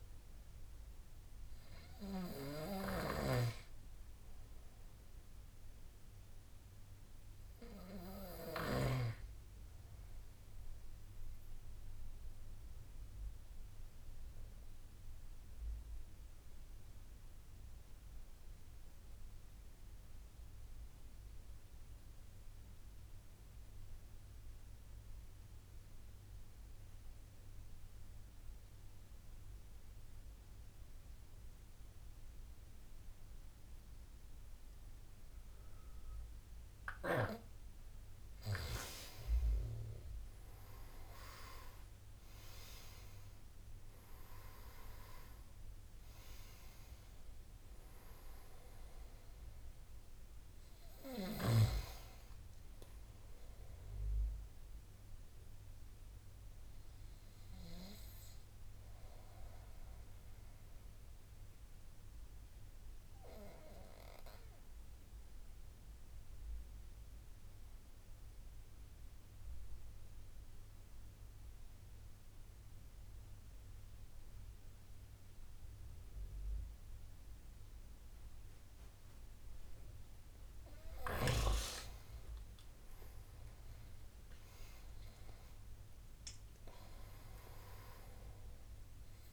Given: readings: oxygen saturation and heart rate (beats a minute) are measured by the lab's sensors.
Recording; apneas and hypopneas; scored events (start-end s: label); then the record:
breathing in sleep by a room microphone; 2
0.00-3.50 s: oxygen desaturation (device-marked, oxygen 90% lowest, heart rate 70 extreme)
11.50-37.00 s: obstructive apnea (oxygen 97% before, 88% lowest, heart rate 76 before, 65 extreme, up 13 after)
30.50-71.50 s: oxygen desaturation (device-marked, oxygen 99% before, 88% lowest, heart rate 74 before, 68 extreme)
38.50-43.50 s: arousal
62.00-80.50 s: obstructive apnea (oxygen 96% before, 88% lowest, heart rate 74 before, 71 extreme, up 13 after)
83.50-88.50 s: arousal
85.50-89.33 s: oxygen desaturation (device-marked, oxygen 99% before, 91% lowest, heart rate 73 before, 68 extreme)
From the record:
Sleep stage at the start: N2 (light sleep); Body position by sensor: on the right side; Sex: male